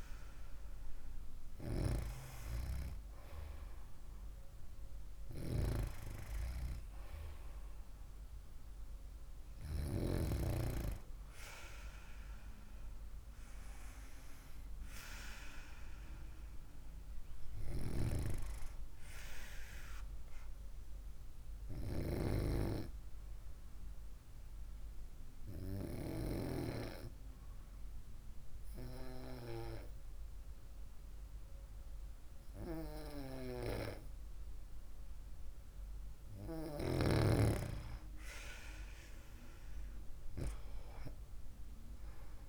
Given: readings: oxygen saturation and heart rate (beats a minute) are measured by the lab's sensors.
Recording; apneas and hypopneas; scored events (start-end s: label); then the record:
breathing in sleep by a room microphone; 1
20.50-37.00 s: hypopnea (oxygen 96% before, 95% lowest, heart rate 61 before, 49 extreme, up 5 after)
40.00-42.49 s: arousal
From the record:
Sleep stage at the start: N2 (light sleep); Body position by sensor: on the right side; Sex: female